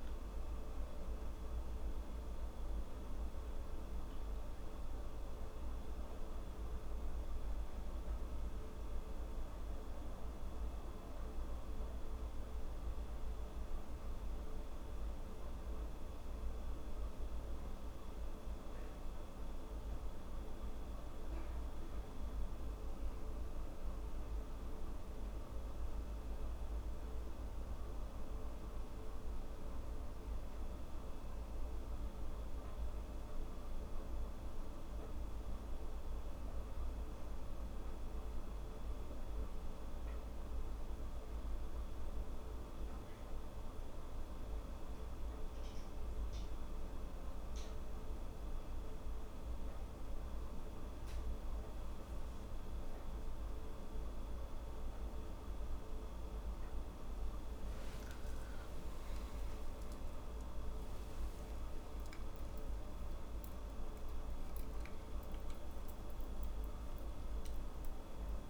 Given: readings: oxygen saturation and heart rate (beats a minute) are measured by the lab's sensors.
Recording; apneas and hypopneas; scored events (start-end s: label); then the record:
breathing in sleep, hard to hear, by a room microphone; 1
11.00-68.50 s: new sleep stage, N2 (light sleep)
13.00-38.50 s: hypopnea (oxygen 98% before, 95% lowest, heart rate 83 before, 74 extreme, up 2 after)
From the record:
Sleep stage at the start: N1 (lightest sleep); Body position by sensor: on the back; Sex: female